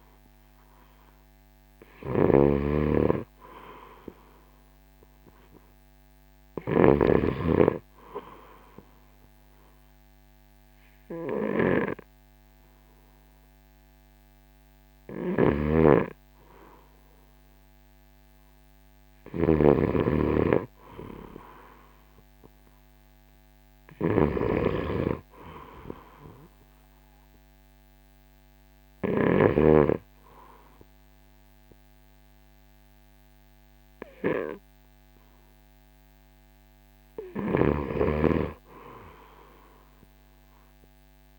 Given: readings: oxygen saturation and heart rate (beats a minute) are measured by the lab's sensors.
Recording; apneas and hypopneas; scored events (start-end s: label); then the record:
breathing in sleep by a microphone on the trachea; none
0.00-6.50 s: oxygen desaturation (device-marked, oxygen 91% lowest, heart rate 65 extreme)
0.00-29.50 s: snoring (device-marked)
8.50-24.50 s: oxygen desaturation (device-marked, oxygen 94% before, 90% lowest, heart rate 67 before, 64 extreme)
29.50-38.50 s: oxygen desaturation (device-marked, oxygen 94% before, 91% lowest, heart rate 69 before, 64 extreme)
37.50-41.39 s: snoring (device-marked)
From the record:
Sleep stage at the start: N3 (deep sleep); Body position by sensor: on the right side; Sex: male